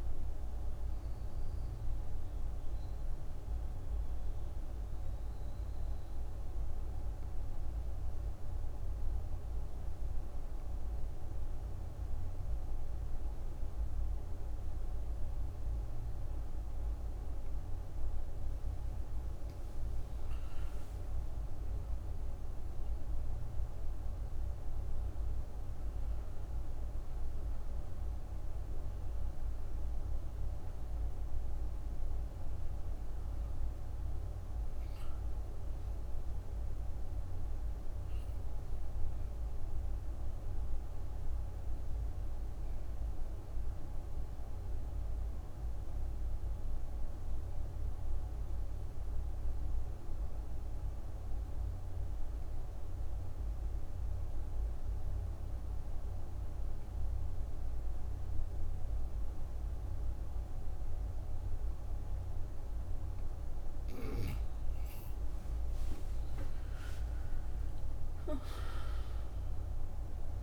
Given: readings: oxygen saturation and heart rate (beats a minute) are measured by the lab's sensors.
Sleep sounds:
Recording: breathing in sleep, hard to hear, by a room microphone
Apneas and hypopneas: 2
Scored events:
0.00-1.00 s: oxygen desaturation (device-marked, oxygen 85% lowest)
1.00-18.50 s: obstructive apnea (oxygen 96% before, 83% lowest)
21.00-53.00 s: oxygen desaturation (device-marked, oxygen 97% before, 83% lowest)
22.00-26.50 s: arousal
40.00-63.00 s: obstructive apnea (oxygen 97% before, 83% lowest)
65.50-70.43 s: arousal
66.00-70.43 s: oxygen desaturation (device-marked, oxygen 98% before, 85% lowest)
From the record:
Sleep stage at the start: N2 (light sleep)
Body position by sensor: on the back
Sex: female

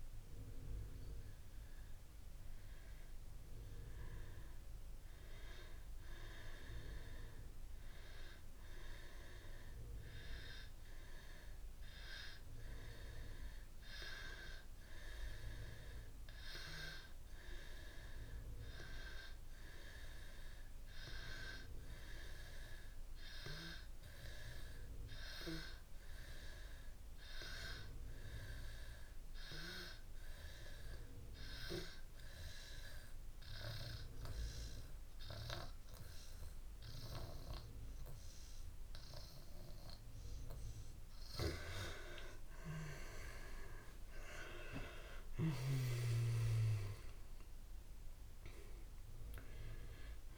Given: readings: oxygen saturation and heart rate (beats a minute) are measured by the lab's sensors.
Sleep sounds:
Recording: breathing in sleep by a room microphone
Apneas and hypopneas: 1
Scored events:
4.00-50.38 s: oxygen desaturation (device-marked, oxygen 98% before, 85% lowest)
22.00-40.50 s: obstructive apnea (oxygen 98% before, 85% lowest)
43.50-47.00 s: arousal
From the record:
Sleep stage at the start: N2 (light sleep)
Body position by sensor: on the back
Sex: female

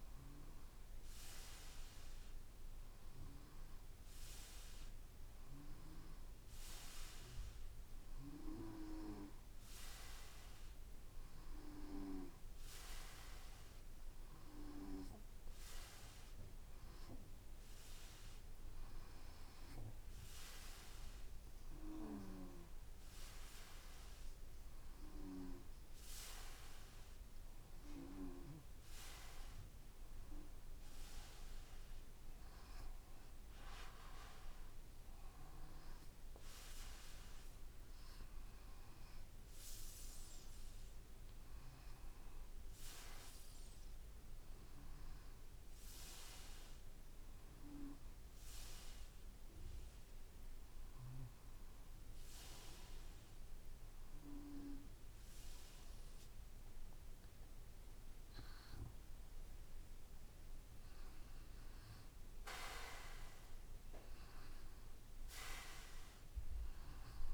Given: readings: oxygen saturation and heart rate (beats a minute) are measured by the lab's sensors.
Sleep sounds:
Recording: breathing in sleep by a room microphone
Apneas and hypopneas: none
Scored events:
none scored
From the record:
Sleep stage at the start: N2 (light sleep)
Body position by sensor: on the back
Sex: male

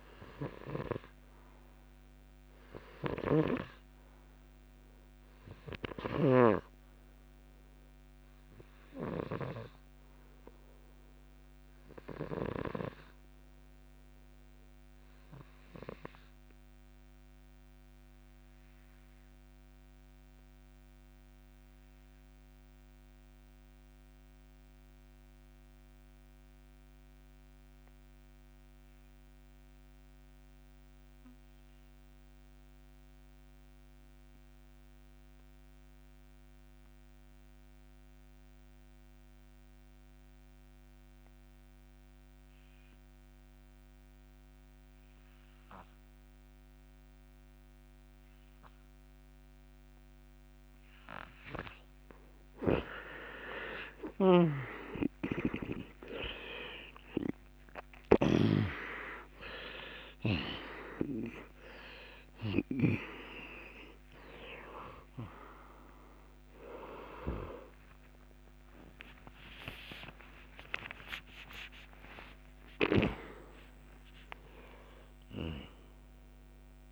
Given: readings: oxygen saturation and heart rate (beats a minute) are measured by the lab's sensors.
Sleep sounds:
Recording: breathing in sleep by a microphone on the trachea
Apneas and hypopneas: 1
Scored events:
0.00-6.50 s: snoring (device-marked)
0.00-27.50 s: oxygen desaturation (device-marked, oxygen 90% lowest, heart rate 54 extreme)
17.50-51.50 s: obstructive apnea (oxygen 96% before, 84% lowest, heart rate 65 before, 54 extreme, up 19 after)
51.50-70.50 s: oxygen desaturation (device-marked, oxygen 95% before, 90% lowest, heart rate 57 before, 66 extreme)
53.50-58.00 s: arousal
54.00-63.00 s: snoring (device-marked)
69.50-74.50 s: arousal
From the record:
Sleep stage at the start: REM sleep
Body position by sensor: on the back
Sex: male

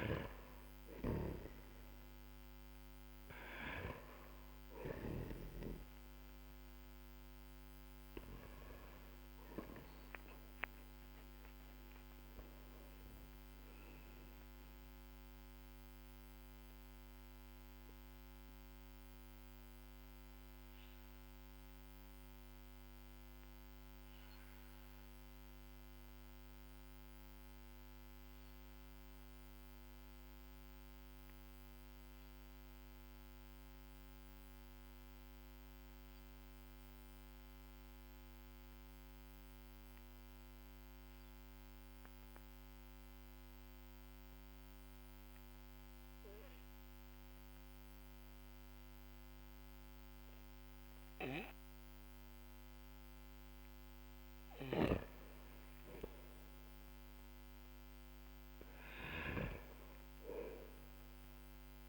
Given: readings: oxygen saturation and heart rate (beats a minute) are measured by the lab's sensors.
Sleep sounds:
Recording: breathing in sleep by a microphone on the trachea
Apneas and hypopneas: 1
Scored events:
0.00-5.00 s: snoring (device-marked)
0.00-37.00 s: oxygen desaturation (device-marked, oxygen 93% lowest, heart rate 47 extreme)
10.50-14.00 s: arousal
17.50-55.00 s: mixed apnea (oxygen 98% before, 92% lowest, heart rate 52 before, 45 extreme, up 2 after)
56.50-60.50 s: arousal
58.00-61.89 s: oxygen desaturation (device-marked, oxygen 98% before, 92% lowest, heart rate 56 before, 45 extreme)
From the record:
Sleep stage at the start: N2 (light sleep)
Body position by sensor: on the back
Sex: male

